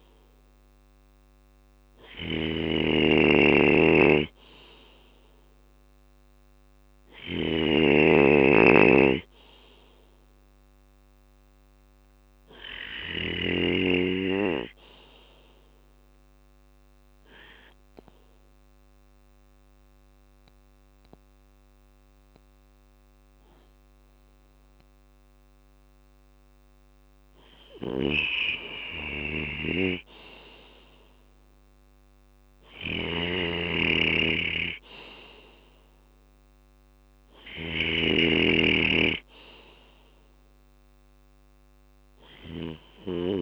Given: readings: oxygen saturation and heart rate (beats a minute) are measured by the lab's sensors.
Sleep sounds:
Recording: breathing in sleep by a microphone on the trachea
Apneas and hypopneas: 1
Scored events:
0.00-12.50 s: snoring (device-marked)
7.50-11.50 s: arousal
12.00-22.00 s: drop in pulse transit time (device-marked, heart rate 65 before, 61 extreme)
17.00-27.50 s: central apnea (oxygen 96% before, 94% lowest, heart rate 66 before, 62 extreme, up 5 after)
28.00-43.42 s: snoring (device-marked)
31.50-35.00 s: arousal
From the record:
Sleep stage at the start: N2 (light sleep)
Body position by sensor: on the left side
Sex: male

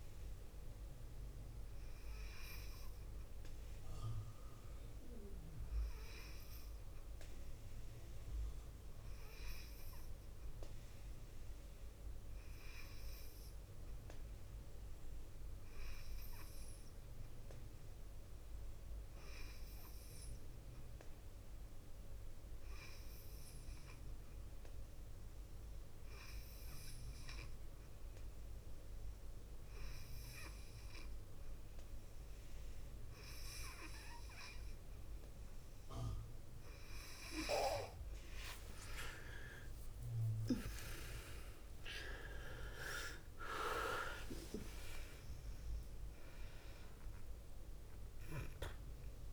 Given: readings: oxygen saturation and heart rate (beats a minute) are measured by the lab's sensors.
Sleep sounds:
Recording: breathing in sleep by a room microphone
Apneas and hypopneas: none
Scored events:
38.50-43.50 s: arousal
From the record:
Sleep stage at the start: N2 (light sleep)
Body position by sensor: on the left side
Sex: female

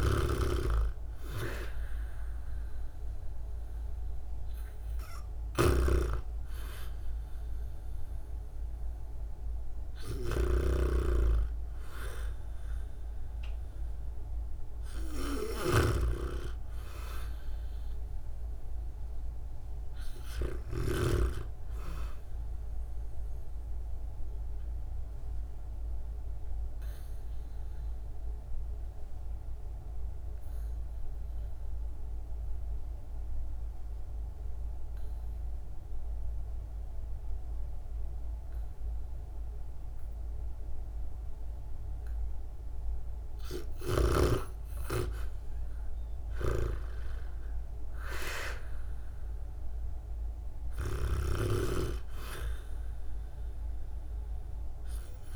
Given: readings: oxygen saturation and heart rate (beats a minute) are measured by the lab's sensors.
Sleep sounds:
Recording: breathing in sleep by a room microphone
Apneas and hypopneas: 1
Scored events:
0.00-18.00 s: oxygen desaturation (device-marked, oxygen 81% lowest, heart rate 63 extreme)
0.00-21.00 s: snoring (device-marked)
23.50-42.50 s: obstructive apnea (oxygen 96% before, 79% lowest, heart rate 75 before, 61 extreme, up 7 after)
41.00-55.36 s: oxygen desaturation (device-marked, oxygen 97% before, 81% lowest, heart rate 70 before, 54 extreme)
45.50-48.50 s: arousal
From the record:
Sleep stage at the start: REM sleep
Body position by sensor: on the back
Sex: female

